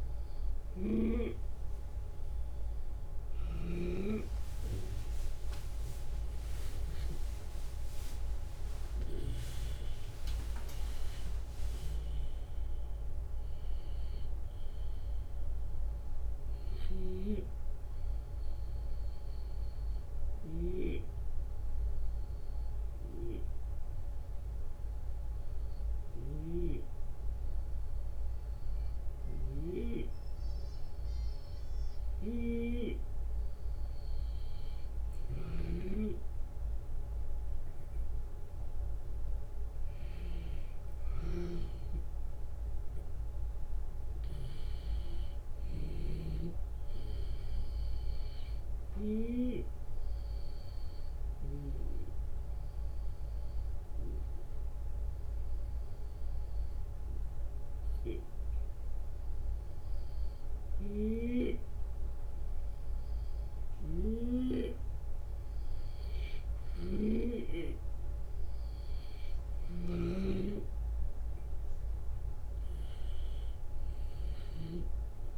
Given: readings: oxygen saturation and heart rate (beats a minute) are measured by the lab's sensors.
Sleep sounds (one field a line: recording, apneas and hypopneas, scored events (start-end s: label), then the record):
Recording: breathing in sleep by a room microphone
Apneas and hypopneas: 2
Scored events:
0.00-3.50 s: snoring (device-marked)
0.00-16.50 s: drop in pulse transit time (device-marked, heart rate 76 extreme)
7.00-11.00 s: arousal
16.00-29.00 s: snoring (device-marked)
18.00-33.00 s: hypopnea (oxygen 94% before, 89% lowest, heart rate 81 before, 66 extreme, up 17 after)
35.00-49.00 s: snoring (device-marked)
35.50-40.50 s: arousal
37.50-50.50 s: drop in pulse transit time (device-marked, heart rate 72 before, 79 extreme)
49.50-64.50 s: hypopnea (oxygen 94% before, 90% lowest, heart rate 79 before, 73 extreme, up 6 after)
63.00-75.38 s: snoring (device-marked)
67.50-71.00 s: arousal
67.50-75.38 s: drop in pulse transit time (device-marked, heart rate 76 before, 75 extreme)
From the record:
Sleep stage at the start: N2 (light sleep)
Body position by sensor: on the left side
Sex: male